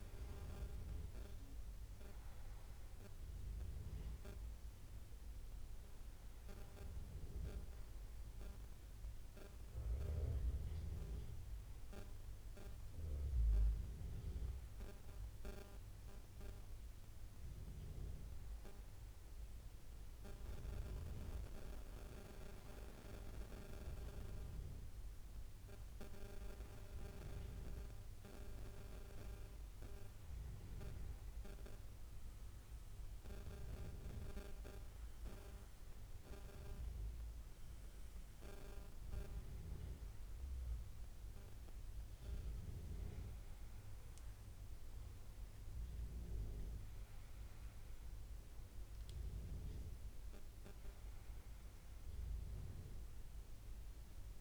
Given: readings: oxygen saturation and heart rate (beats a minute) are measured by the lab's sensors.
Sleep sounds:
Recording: breathing in sleep by a room microphone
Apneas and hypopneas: none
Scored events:
6.50-15.50 s: oxygen desaturation (device-marked, oxygen 98% before, 94% lowest, heart rate 79 before, 75 extreme)
50.50-54.41 s: new sleep stage, awake
From the record:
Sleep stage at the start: N1 (lightest sleep)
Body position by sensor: on the back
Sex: male

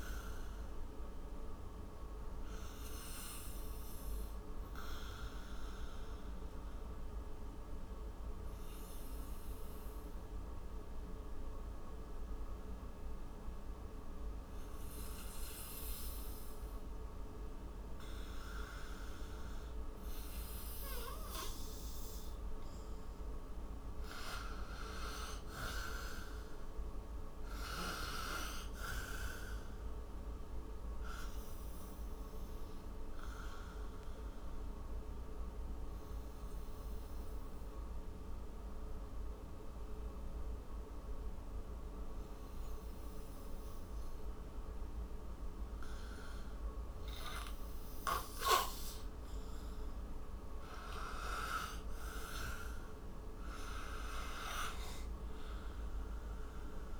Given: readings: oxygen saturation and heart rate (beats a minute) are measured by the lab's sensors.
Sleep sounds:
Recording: breathing in sleep by a room microphone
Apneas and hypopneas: 2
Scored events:
1.50-21.50 s: obstructive apnea (oxygen 94% before, 87% lowest, heart rate 69 before, 55 extreme, up 21 after)
2.50-16.50 s: oxygen desaturation (device-marked, oxygen 94% before, 87% lowest, heart rate 69 before, 55 extreme)
23.50-26.00 s: arousal
25.50-46.50 s: oxygen desaturation (device-marked, oxygen 98% before, 87% lowest, heart rate 57 before, 58 extreme)
30.00-48.00 s: obstructive apnea (oxygen 98% before, 87% lowest, heart rate 60 before, 59 extreme, up 20 after)
50.00-53.00 s: arousal
53.50-57.00 s: oxygen desaturation (device-marked, oxygen 96% before, 87% lowest, heart rate 62 before, 56 extreme)
From the record:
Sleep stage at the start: N2 (light sleep)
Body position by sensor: on the right side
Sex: male

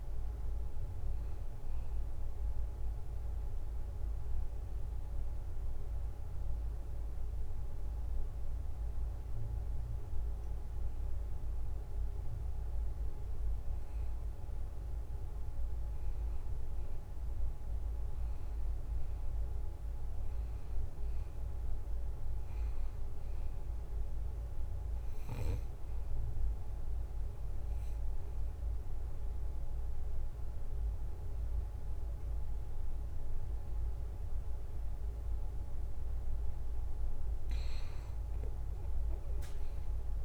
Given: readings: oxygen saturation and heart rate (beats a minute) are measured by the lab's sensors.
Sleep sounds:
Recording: breathing in sleep, hard to hear, by a room microphone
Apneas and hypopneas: 2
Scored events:
0.00-14.00 s: drop in pulse transit time (device-marked, heart rate 74 extreme)
0.00-28.00 s: oxygen desaturation (device-marked, oxygen 87% lowest, heart rate 72 extreme)
2.50-13.50 s: mixed apnea (oxygen 95% before, 87% lowest, heart rate 73 before, 73 extreme, up 0 after)
16.00-20.00 s: arousal
25.50-36.00 s: obstructive apnea (oxygen 92% before, 89% lowest, heart rate 75 before, 72 extreme, up 0 after)
From the record:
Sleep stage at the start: N2 (light sleep)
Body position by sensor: on the back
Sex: male

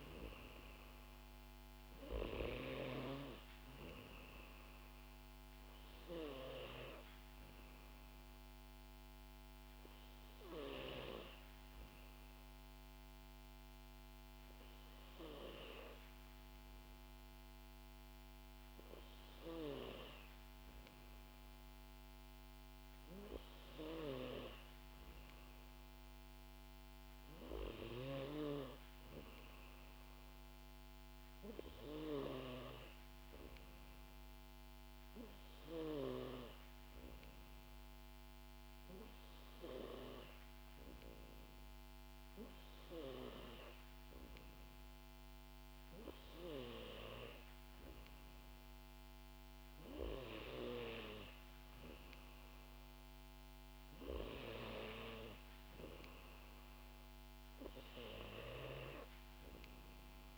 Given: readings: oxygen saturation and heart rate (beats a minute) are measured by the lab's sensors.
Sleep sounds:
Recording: breathing in sleep by a microphone on the trachea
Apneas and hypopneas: 1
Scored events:
0.00-22.00 s: oxygen desaturation (device-marked, oxygen 92% lowest, heart rate 55 extreme)
8.00-23.00 s: hypopnea (oxygen 96% before, 92% lowest, heart rate 61 before, 55 extreme, up 2 after)
25.00-29.50 s: arousal
From the record:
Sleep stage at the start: N2 (light sleep)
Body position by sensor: on the back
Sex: female

